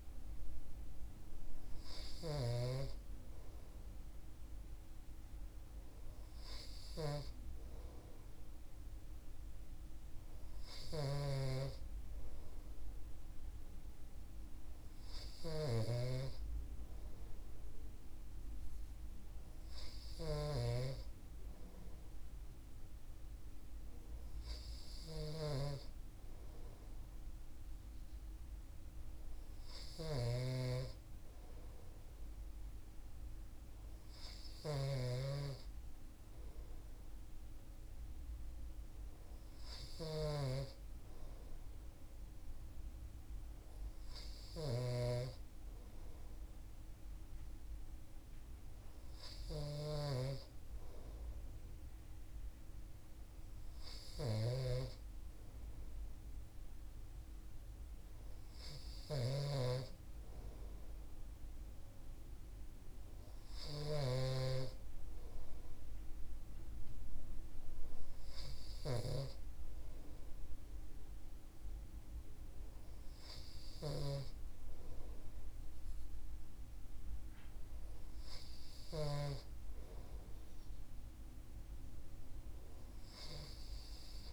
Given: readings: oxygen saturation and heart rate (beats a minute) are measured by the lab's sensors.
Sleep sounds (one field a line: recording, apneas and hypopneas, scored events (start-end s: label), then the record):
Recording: breathing in sleep by a room microphone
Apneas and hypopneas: none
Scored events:
1.50-79.00 s: snoring (device-marked)
From the record:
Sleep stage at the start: N2 (light sleep)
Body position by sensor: on the right side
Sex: male